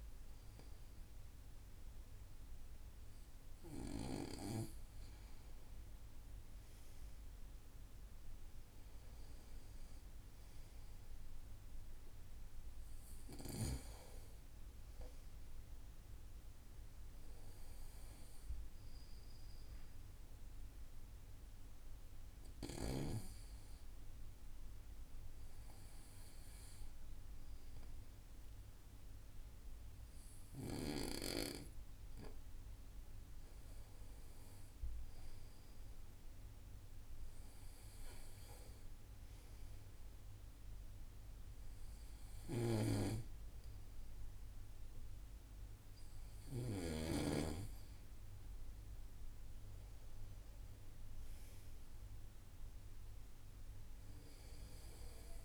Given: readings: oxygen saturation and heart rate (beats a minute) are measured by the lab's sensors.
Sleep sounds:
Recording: breathing in sleep by a room microphone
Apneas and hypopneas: 1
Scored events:
19.50-32.50 s: hypopnea (oxygen 94% before, 92% lowest, heart rate 59 before, 58 extreme, up 2 after)
35.00-39.00 s: arousal
From the record:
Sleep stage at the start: N2 (light sleep)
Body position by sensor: on the right side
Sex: male

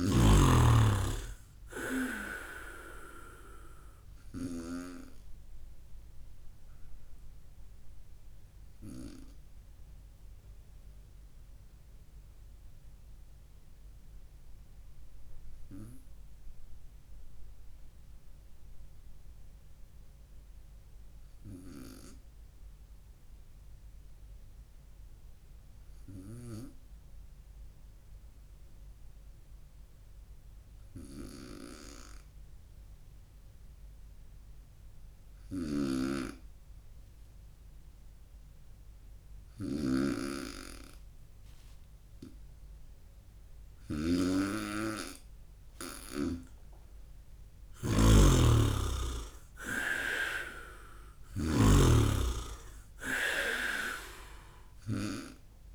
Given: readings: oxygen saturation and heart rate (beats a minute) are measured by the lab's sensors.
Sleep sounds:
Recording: breathing in sleep by a room microphone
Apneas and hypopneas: 1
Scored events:
0.00-4.50 s: snoring (device-marked)
3.00-7.00 s: oxygen desaturation (device-marked, oxygen 98% before, 95% lowest, heart rate 59 before, 55 extreme)
5.50-43.50 s: obstructive apnea (oxygen 99% before, 94% lowest, heart rate 59 before, 53 extreme, up 4 after)
35.50-44.00 s: snoring (device-marked)
44.50-48.00 s: arousal
From the record:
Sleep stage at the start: N2 (light sleep)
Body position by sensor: on the right side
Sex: male

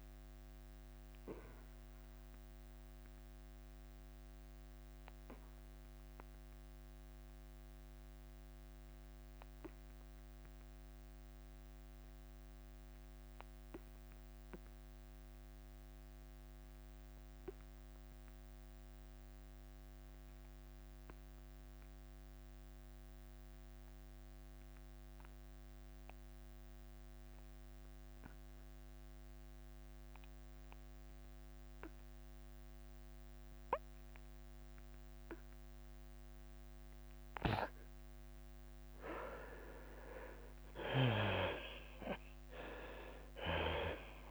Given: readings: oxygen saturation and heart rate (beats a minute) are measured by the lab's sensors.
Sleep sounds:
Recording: breathing in sleep by a microphone on the trachea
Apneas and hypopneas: 1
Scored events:
0.00-2.00 s: drop in pulse transit time (device-marked, heart rate 87 extreme)
1.50-39.00 s: obstructive apnea (oxygen 97% before, 74% lowest, heart rate 90 before, 82 extreme, up 10 after)
10.00-18.00 s: oxygen desaturation (device-marked, oxygen 93% before, 80% lowest, heart rate 91 before, 82 extreme)
24.00-26.00 s: long interval between heartbeats (device-marked, heart rate 88 before, 83 extreme)
40.00-44.31 s: arousal
41.00-44.31 s: drop in pulse transit time (device-marked, heart rate 84 before, 89 extreme)
From the record:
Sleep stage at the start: N2 (light sleep)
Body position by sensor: on the back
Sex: male

